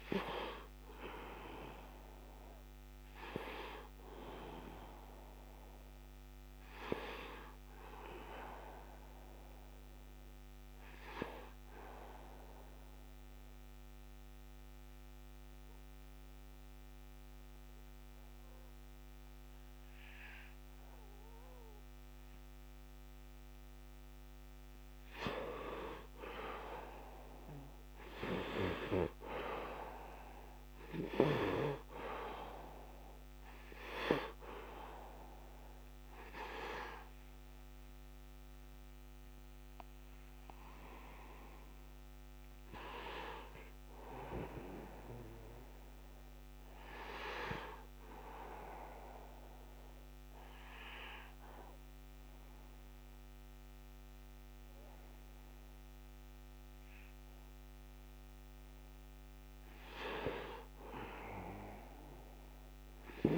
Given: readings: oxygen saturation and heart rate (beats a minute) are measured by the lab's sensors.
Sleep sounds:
breathing in sleep by a microphone on the trachea; 2
0.00-13.00 s: oxygen desaturation (device-marked, oxygen 89% lowest, heart rate 75 extreme)
9.00-23.00 s: obstructive apnea (oxygen 99% before, 88% lowest, heart rate 87 before, 75 extreme, up 5 after)
25.00-41.00 s: oxygen desaturation (device-marked, oxygen 99% before, 88% lowest, heart rate 76 before, 75 extreme)
27.00-33.50 s: arousal
42.00-59.00 s: obstructive apnea (oxygen 99% before, 87% lowest, heart rate 79 before, 75 extreme, up 5 after)
From the record:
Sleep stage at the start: N2 (light sleep); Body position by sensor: on the right side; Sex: male

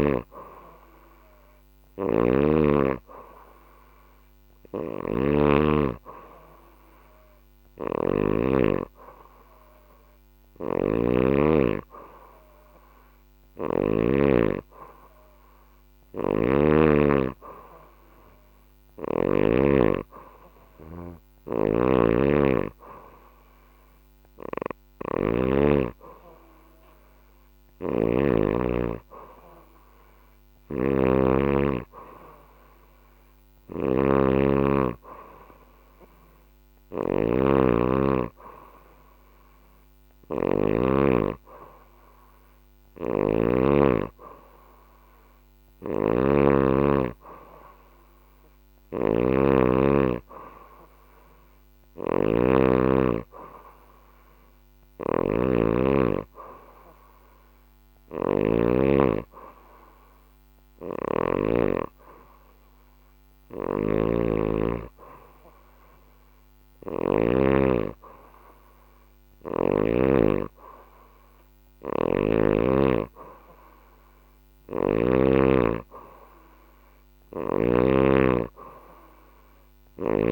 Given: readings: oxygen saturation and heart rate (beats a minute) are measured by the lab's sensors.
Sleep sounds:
breathing in sleep by a microphone on the trachea; none
0.00-13.50 s: snoring (device-marked)
20.50-27.50 s: snoring (device-marked)
29.50-40.00 s: snoring (device-marked)
42.00-58.00 s: snoring (device-marked)
62.50-66.50 s: snoring (device-marked)
71.00-74.50 s: snoring (device-marked)
79.00-80.32 s: snoring (device-marked)
From the record:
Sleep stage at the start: N2 (light sleep); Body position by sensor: on the back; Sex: female

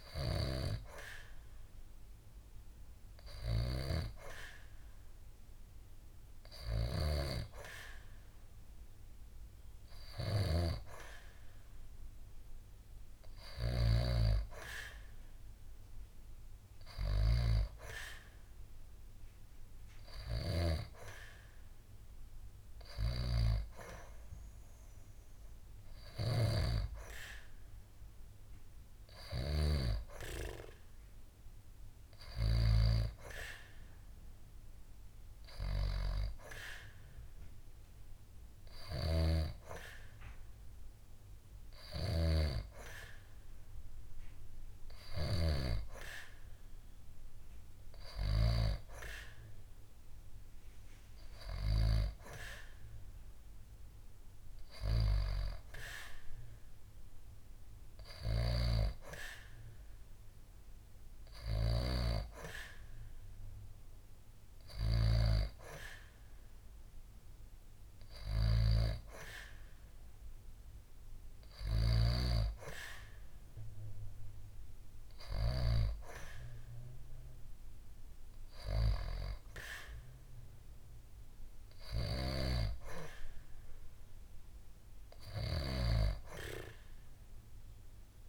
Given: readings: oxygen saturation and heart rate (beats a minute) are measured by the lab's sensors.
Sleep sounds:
breathing in sleep by a room microphone; none
none scored
From the record:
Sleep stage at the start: N2 (light sleep); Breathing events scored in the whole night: 153 in 5.4 hours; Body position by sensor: on the back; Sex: female

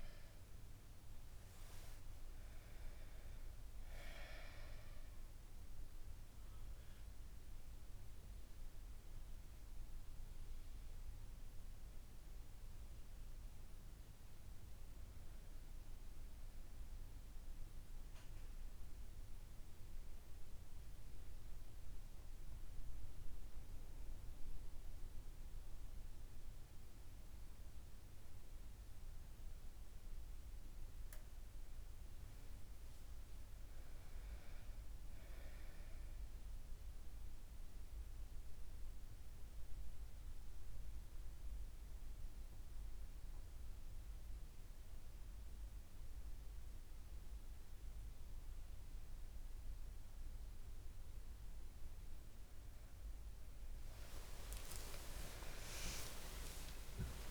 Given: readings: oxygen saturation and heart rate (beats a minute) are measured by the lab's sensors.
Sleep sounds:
breathing in sleep by a room microphone; 1
39.50-51.50 s: hypopnea (oxygen 99% before, 96% lowest, heart rate 70 before, 69 extreme)
54.00-57.31 s: new sleep stage, awake
56.00-57.31 s: oxygen desaturation (device-marked, oxygen 99% before, 96% lowest, heart rate 72 before, 79 extreme)
From the record:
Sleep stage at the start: N1 (lightest sleep); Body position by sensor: on the back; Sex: female

